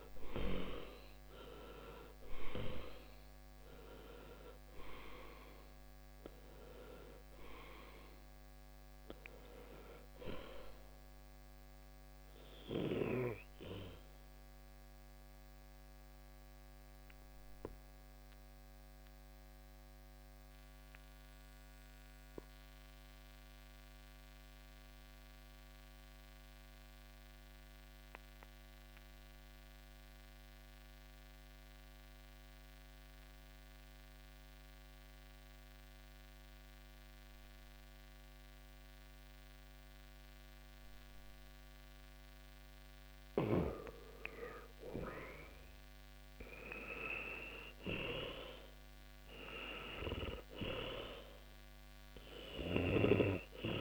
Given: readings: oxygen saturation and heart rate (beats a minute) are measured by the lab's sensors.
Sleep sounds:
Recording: breathing in sleep by a microphone on the trachea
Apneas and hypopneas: 1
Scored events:
0.00-37.50 s: oxygen desaturation (device-marked, oxygen 74% lowest, heart rate 49 extreme)
15.00-43.00 s: obstructive apnea (oxygen 97% before, 74% lowest, heart rate 69 before, 50 extreme, up 9 after)
44.50-48.50 s: arousal
From the record:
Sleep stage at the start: N2 (light sleep)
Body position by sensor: on the back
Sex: male

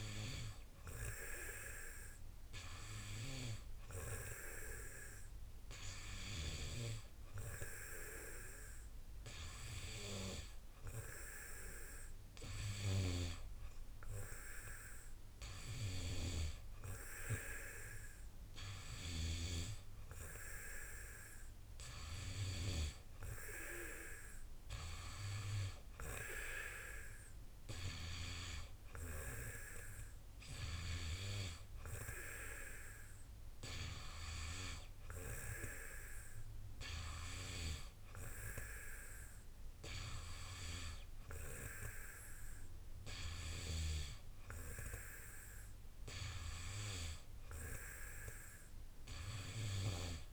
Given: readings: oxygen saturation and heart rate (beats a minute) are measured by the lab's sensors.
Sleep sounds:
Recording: breathing in sleep by a room microphone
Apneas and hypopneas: none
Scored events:
none scored
From the record:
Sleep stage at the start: N2 (light sleep)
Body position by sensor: on the back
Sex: male

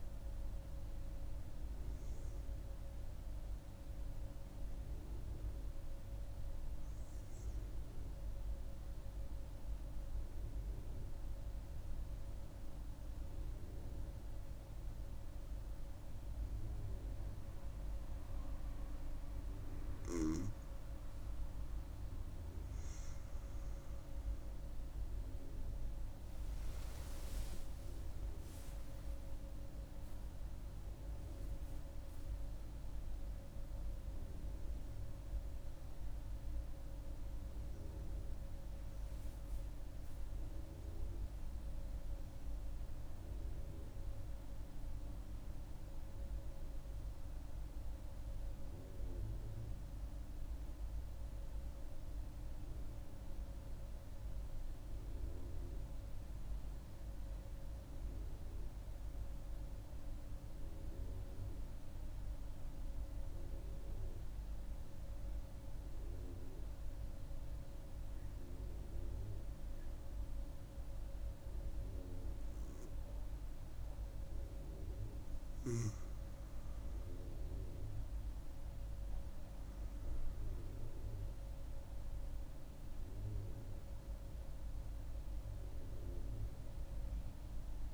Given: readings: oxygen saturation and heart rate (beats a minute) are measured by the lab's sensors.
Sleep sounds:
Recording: breathing in sleep, hard to hear, by a room microphone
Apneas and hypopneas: 2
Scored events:
0.00-3.00 s: oxygen desaturation (device-marked, oxygen 92% lowest)
8.00-22.50 s: mixed apnea (oxygen 96% before, 91% lowest)
20.00-48.00 s: oxygen desaturation (device-marked, oxygen 96% before, 91% lowest)
27.00-32.50 s: arousal
51.00-74.50 s: central apnea (oxygen 98% before, 89% lowest)
69.00-87.94 s: oxygen desaturation (device-marked, oxygen 97% before, 91% lowest)
76.50-80.00 s: arousal
From the record:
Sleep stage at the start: N2 (light sleep)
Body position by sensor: on the right side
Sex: female

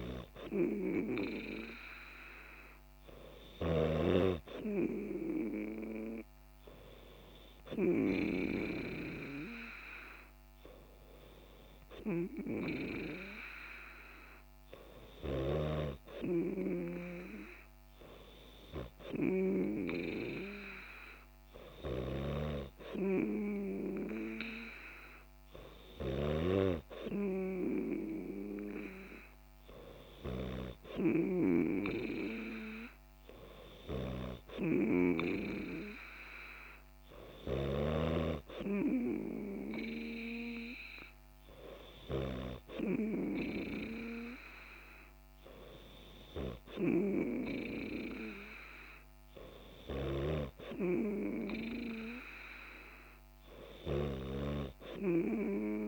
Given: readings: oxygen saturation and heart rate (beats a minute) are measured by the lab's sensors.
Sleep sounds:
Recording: breathing in sleep by a microphone on the trachea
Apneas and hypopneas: none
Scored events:
none scored
From the record:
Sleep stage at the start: N3 (deep sleep)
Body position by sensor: on the back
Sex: female

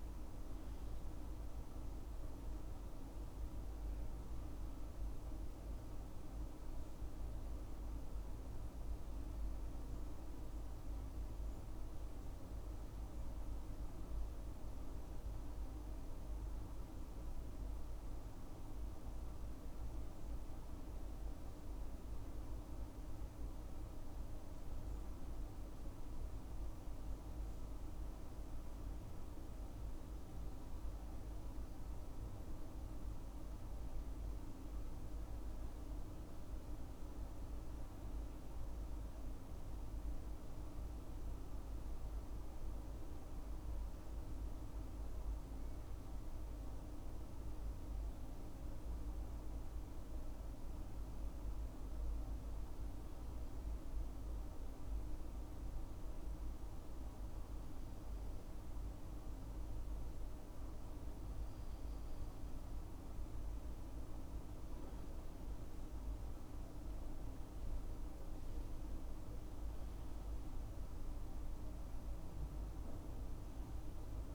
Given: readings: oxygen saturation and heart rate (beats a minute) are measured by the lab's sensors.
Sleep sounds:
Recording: breathing in sleep, hard to hear, by a room microphone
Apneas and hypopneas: 2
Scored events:
0.00-3.50 s: oxygen desaturation (device-marked, oxygen 93% lowest, heart rate 64 extreme)
7.50-20.50 s: obstructive apnea (oxygen 98% before, 94% lowest, heart rate 74 before, 64 extreme, up 6 after)
23.00-26.50 s: arousal
34.00-58.00 s: hypopnea (oxygen 98% before, 95% lowest, heart rate 67 before, 64 extreme, up 7 after)
65.50-69.50 s: arousal
From the record:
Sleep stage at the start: N2 (light sleep)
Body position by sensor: on the left side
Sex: male

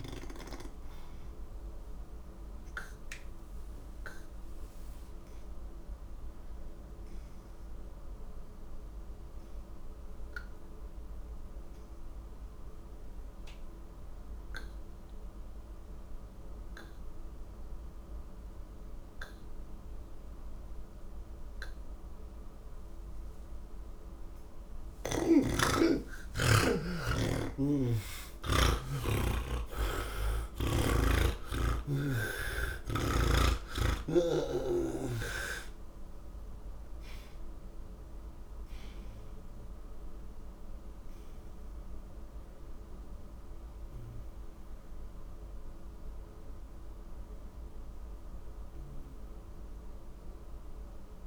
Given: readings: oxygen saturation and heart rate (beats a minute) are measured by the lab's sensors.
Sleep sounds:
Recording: breathing in sleep by a room microphone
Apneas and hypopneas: none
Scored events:
31.00-44.00 s: oxygen desaturation (device-marked, oxygen 86% before, 78% lowest, heart rate 73 before, 70 extreme)
From the record:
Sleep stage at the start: N1 (lightest sleep)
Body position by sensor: on the back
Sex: male

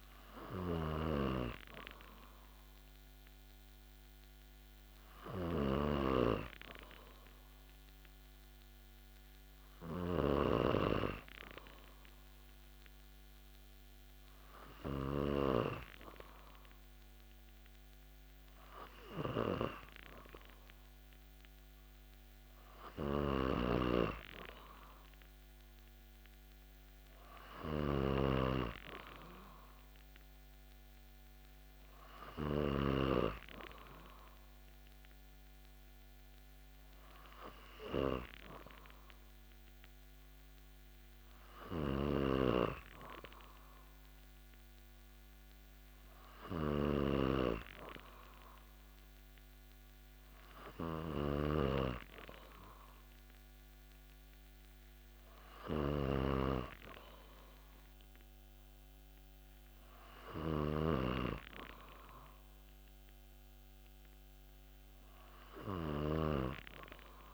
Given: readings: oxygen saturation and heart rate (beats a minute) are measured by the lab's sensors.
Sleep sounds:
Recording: breathing in sleep by a microphone on the trachea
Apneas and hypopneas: 1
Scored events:
0.00-15.50 s: snoring (device-marked)
4.50-21.50 s: hypopnea (oxygen 96% before, 93% lowest)
23.50-28.00 s: arousal
23.50-33.00 s: snoring (device-marked)
42.00-67.34 s: snoring (device-marked)
From the record:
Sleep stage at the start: N2 (light sleep)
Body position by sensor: on the back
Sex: male

